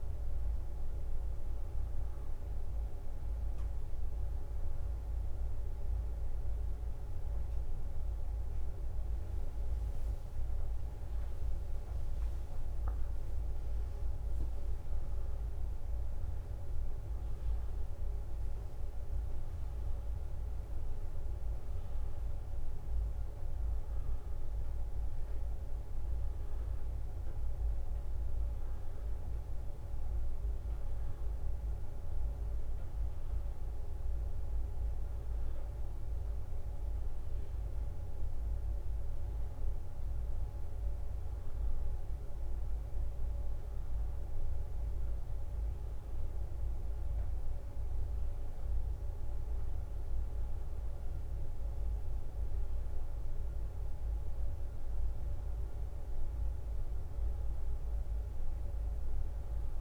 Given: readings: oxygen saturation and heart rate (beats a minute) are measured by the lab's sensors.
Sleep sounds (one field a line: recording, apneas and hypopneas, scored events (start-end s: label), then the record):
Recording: a person awake in a sleep study, hard to hear, by a room microphone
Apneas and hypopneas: none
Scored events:
0.00-5.50 s: leg movement (device-marked)
6.50-14.50 s: leg movement (device-marked)
10.50-22.50 s: drop in pulse transit time (device-marked, heart rate 64 before, 64 extreme)
15.50-22.00 s: leg movement (device-marked)
46.00-52.00 s: leg movement (device-marked)
54.50-59.81 s: leg movement (device-marked)
From the record:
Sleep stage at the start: awake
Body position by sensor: on the back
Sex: female